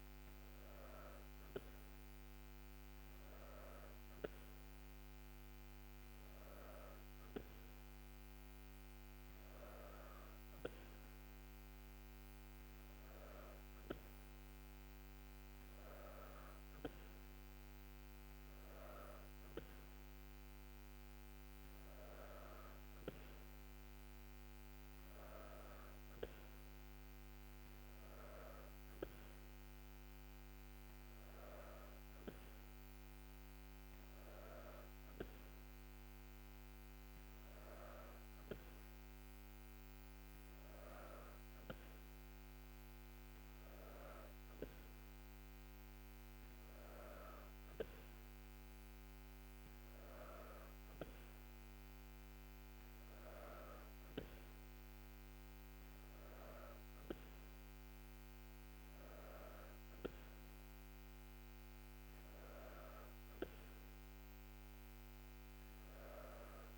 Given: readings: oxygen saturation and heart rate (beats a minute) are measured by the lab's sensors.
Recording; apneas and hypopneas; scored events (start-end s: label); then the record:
breathing in sleep by a microphone on the trachea; none
none scored
From the record:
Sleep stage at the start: N2 (light sleep); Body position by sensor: on the back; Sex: female